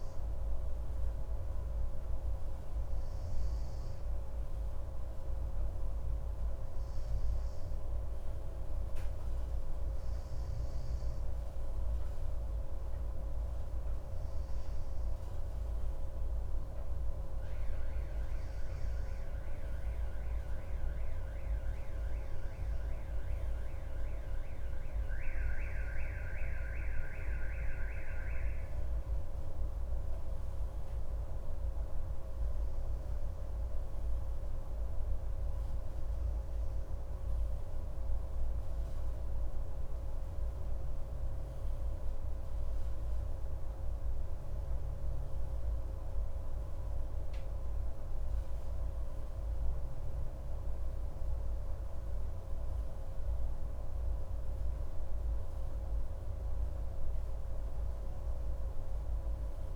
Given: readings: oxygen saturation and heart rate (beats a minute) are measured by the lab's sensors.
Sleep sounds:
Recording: breathing in sleep, hard to hear, by a room microphone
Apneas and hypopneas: none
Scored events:
none scored
From the record:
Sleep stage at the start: N2 (light sleep)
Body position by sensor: on the right side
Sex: male

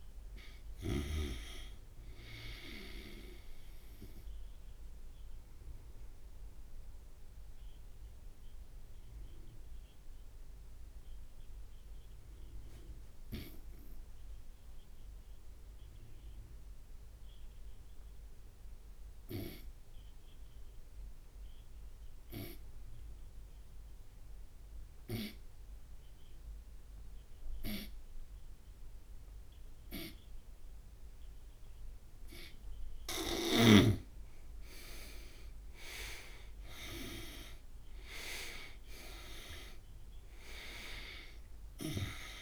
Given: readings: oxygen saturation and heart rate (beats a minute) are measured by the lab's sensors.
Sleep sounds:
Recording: breathing in sleep by a room microphone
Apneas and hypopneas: 1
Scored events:
5.50-31.50 s: obstructive apnea (oxygen 98% before, 87% lowest)
17.50-25.50 s: oxygen desaturation (device-marked, oxygen 96% before, 87% lowest)
34.00-39.00 s: arousal
From the record:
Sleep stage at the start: N2 (light sleep)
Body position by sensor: on the right side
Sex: male

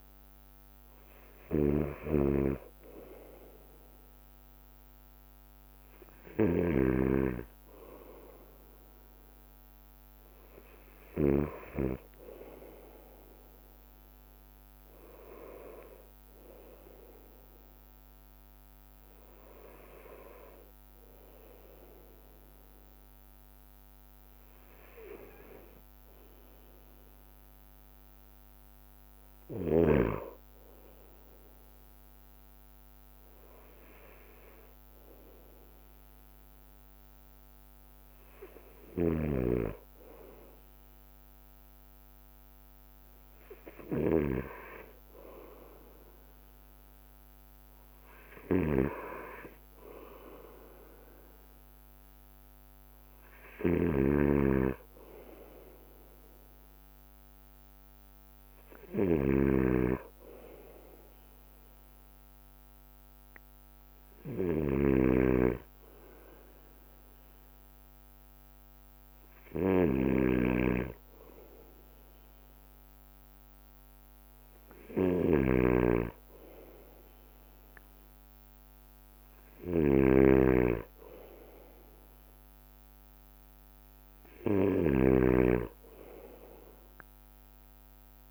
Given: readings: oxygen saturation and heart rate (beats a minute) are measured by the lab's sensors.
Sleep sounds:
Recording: breathing in sleep by a microphone on the trachea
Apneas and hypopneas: none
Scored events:
0.00-12.00 s: snoring (device-marked)
0.00-88.31 s: bradycardia (device-marked, heart rate 55 extreme)
39.00-88.31 s: snoring (device-marked)
From the record:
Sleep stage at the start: N2 (light sleep)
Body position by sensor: on the right side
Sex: male

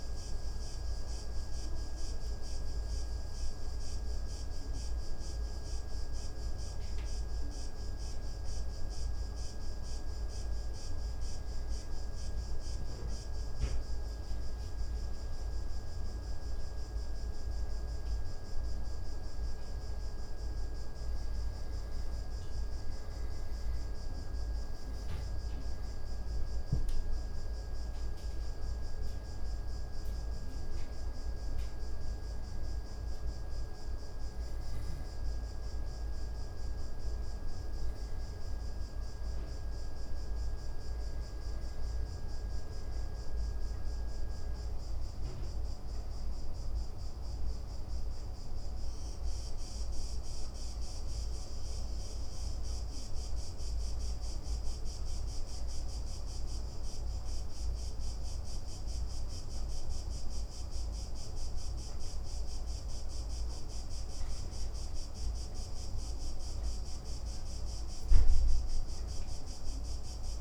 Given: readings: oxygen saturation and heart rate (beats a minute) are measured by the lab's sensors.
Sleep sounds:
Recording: breathing in sleep, hard to hear, by a room microphone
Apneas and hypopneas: 3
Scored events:
2.50-12.50 s: hypopnea (oxygen 95% before, 91% lowest)
15.00-18.50 s: arousal
26.00-40.00 s: oxygen desaturation (device-marked, oxygen 94% before, 91% lowest)
26.50-37.50 s: hypopnea (oxygen 95% before, 91% lowest)
43.00-47.50 s: arousal
55.50-66.00 s: obstructive apnea (oxygen 94% before, 91% lowest)
68.00-70.41 s: arousal
From the record:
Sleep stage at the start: N2 (light sleep)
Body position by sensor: on the back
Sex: male

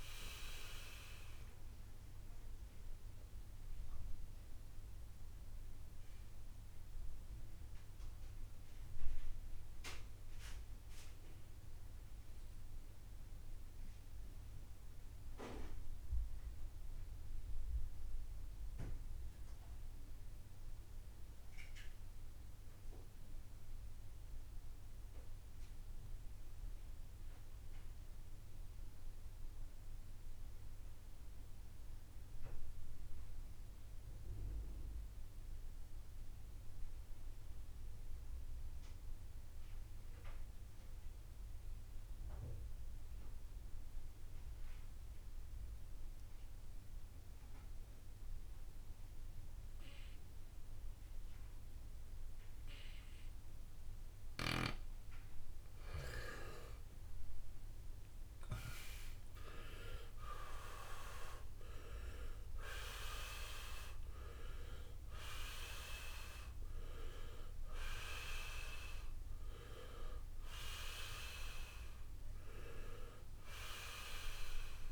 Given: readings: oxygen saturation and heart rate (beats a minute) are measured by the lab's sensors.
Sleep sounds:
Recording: breathing in sleep by a room microphone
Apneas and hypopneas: 1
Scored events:
0.00-26.00 s: oxygen desaturation (device-marked, oxygen 77% lowest, heart rate 52 extreme)
2.00-6.00 s: arousal
11.00-54.00 s: mixed apnea (oxygen 92% before, 77% lowest, heart rate 83 before, 50 extreme, up 12 after)
18.00-74.92 s: new sleep stage, N2 (light sleep)
46.00-74.92 s: oxygen desaturation (device-marked, oxygen 98% before, 77% lowest, heart rate 66 before, 50 extreme)
56.00-61.00 s: arousal
From the record:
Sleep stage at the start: N1 (lightest sleep)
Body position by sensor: on the right side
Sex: male

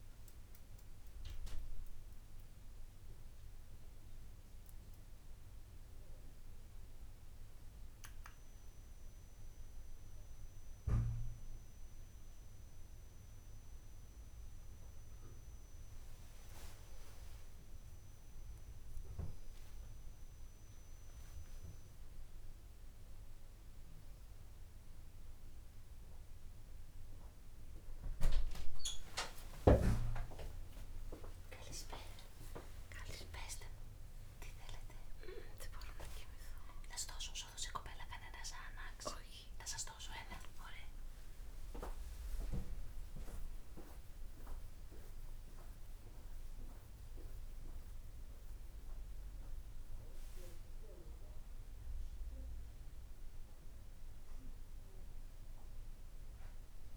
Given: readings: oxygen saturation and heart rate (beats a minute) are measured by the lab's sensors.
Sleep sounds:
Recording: a person awake in a sleep study, by a room microphone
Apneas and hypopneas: none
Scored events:
none scored
From the record:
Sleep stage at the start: awake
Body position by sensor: on the back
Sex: female

